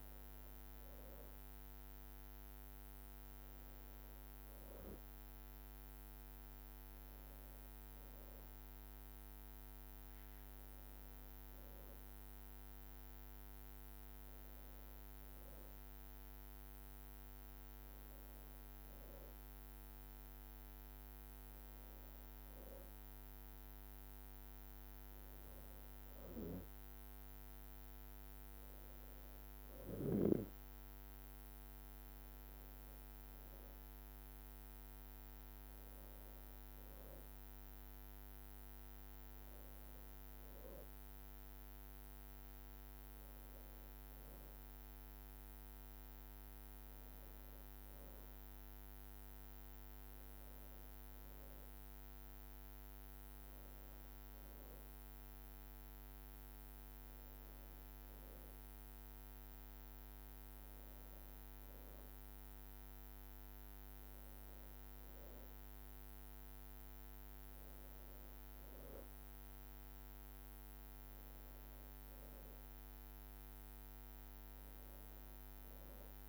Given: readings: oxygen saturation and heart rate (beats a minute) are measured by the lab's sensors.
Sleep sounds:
breathing in sleep, hard to hear, by a microphone on the trachea; none
none scored
From the record:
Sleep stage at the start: N2 (light sleep); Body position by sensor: on the back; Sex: female

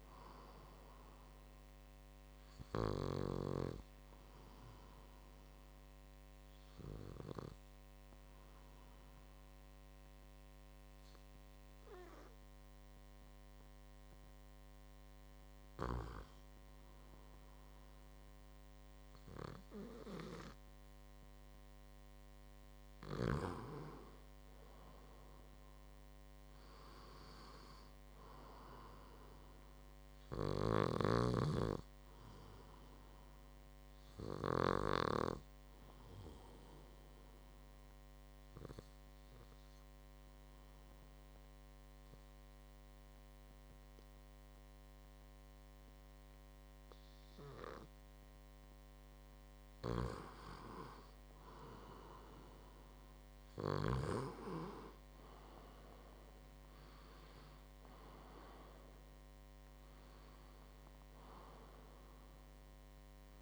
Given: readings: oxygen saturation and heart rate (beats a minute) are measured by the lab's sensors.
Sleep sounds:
breathing in sleep by a microphone on the trachea; 2
5.50-21.50 s: obstructive apnea (oxygen 95% before, 93% lowest, heart rate 61 before, 57 extreme, up 3 after)
24.00-27.50 s: arousal
25.00-42.00 s: oxygen desaturation (device-marked, oxygen 97% before, 93% lowest, heart rate 58 before, 57 extreme)
36.50-49.00 s: obstructive apnea (oxygen 97% before, 91% lowest, heart rate 59 before, 54 extreme, up 3 after)
54.50-59.50 s: arousal
From the record:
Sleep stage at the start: N2 (light sleep); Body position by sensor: on the back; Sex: male

